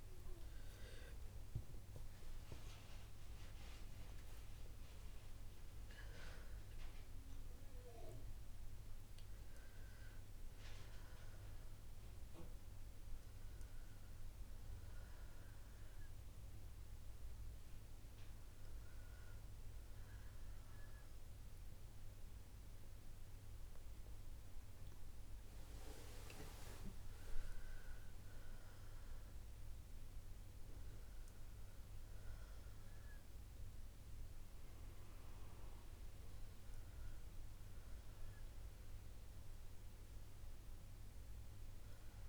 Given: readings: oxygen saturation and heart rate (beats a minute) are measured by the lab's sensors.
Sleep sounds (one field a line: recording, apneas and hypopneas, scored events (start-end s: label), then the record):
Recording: breathing in sleep by a room microphone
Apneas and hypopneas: none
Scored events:
7.00-17.00 s: oxygen desaturation (device-marked, oxygen 95% before, 91% lowest, heart rate 73 before, 62 extreme)
From the record:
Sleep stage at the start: N2 (light sleep)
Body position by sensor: on the right side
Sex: female